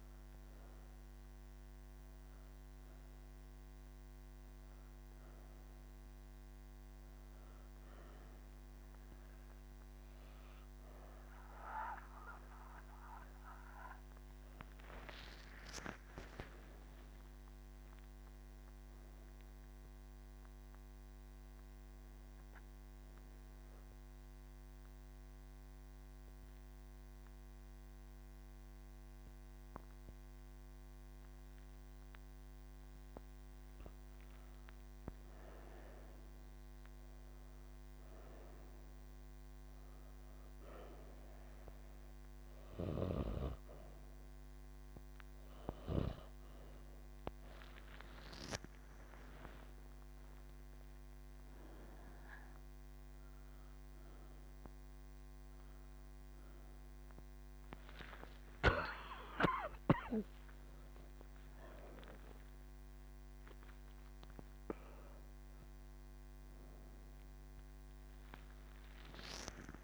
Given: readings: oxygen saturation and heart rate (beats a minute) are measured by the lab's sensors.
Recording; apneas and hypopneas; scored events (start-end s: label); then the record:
breathing in sleep by a microphone on the trachea; 1
3.50-21.50 s: oxygen desaturation (device-marked, oxygen 95% before, 90% lowest, heart rate 61 before, 58 extreme)
21.00-34.00 s: obstructive apnea (oxygen 95% before, 90% lowest, heart rate 56 before, 55 extreme, up 2 after)
55.50-69.84 s: oxygen desaturation (device-marked, oxygen 96% before, 90% lowest, heart rate 60 before, 52 extreme)
From the record:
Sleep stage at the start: N3 (deep sleep); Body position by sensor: on the right side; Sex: female